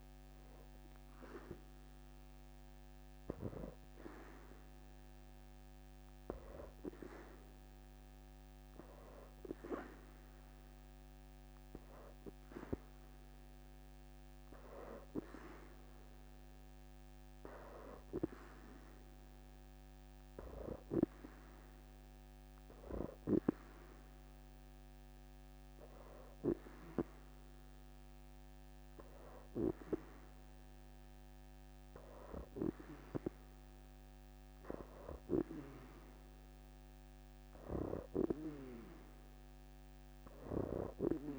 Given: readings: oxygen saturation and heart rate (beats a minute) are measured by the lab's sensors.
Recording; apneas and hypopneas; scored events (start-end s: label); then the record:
breathing in sleep by a microphone on the trachea; 1
0.00-16.00 s: oxygen desaturation (device-marked, oxygen 83% lowest, heart rate 63 extreme)
15.00-27.00 s: hypopnea (oxygen 89% before, 85% lowest, heart rate 74 before, 73 extreme)
29.50-33.00 s: arousal
30.00-41.39 s: oxygen desaturation (device-marked, oxygen 92% before, 86% lowest, heart rate 81 before, 64 extreme)
From the record:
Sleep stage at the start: N2 (light sleep); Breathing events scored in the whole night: 170 in 4.5 hours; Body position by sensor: on the back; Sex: female